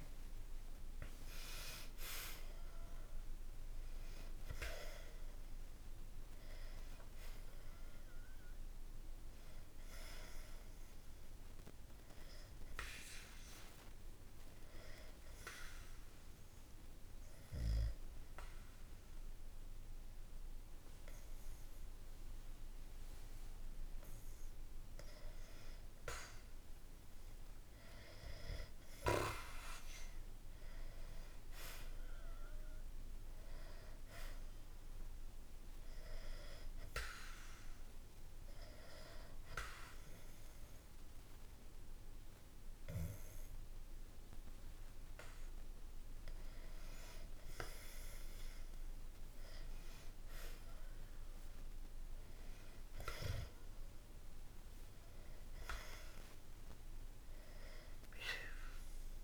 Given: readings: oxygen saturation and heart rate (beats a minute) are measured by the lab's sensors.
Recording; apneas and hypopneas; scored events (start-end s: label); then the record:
breathing in sleep by a room microphone; 2
0.00-1.50 s: arousal
12.00-24.50 s: obstructive apnea (oxygen 98% before, 93% lowest, heart rate 63 before, 60 extreme, up 1 after)
13.00-26.00 s: oxygen desaturation (device-marked, oxygen 98% before, 93% lowest, heart rate 63 before, 60 extreme)
27.50-31.50 s: arousal
35.50-46.50 s: hypopnea (oxygen 98% before, 93% lowest, heart rate 62 before, 61 extreme, up 3 after)
43.00-55.00 s: oxygen desaturation (device-marked, oxygen 98% before, 94% lowest, heart rate 62 before, 61 extreme)
48.50-52.50 s: arousal
From the record:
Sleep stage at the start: N2 (light sleep); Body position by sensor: on the back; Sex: male